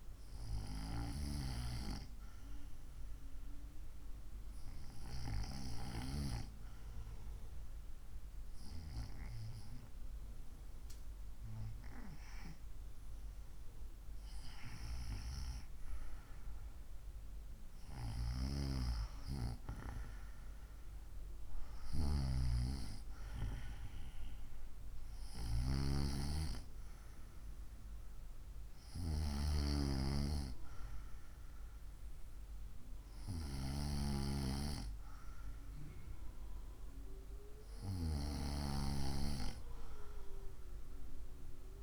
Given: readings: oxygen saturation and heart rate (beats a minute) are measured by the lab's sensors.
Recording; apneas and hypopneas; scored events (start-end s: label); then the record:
breathing in sleep by a room microphone; 1
4.00-15.50 s: hypopnea (oxygen 95% before, 93% lowest, heart rate 68 before, 63 extreme, up 1 after)
18.00-22.00 s: arousal
From the record:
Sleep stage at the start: N2 (light sleep); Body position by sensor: on the right side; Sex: female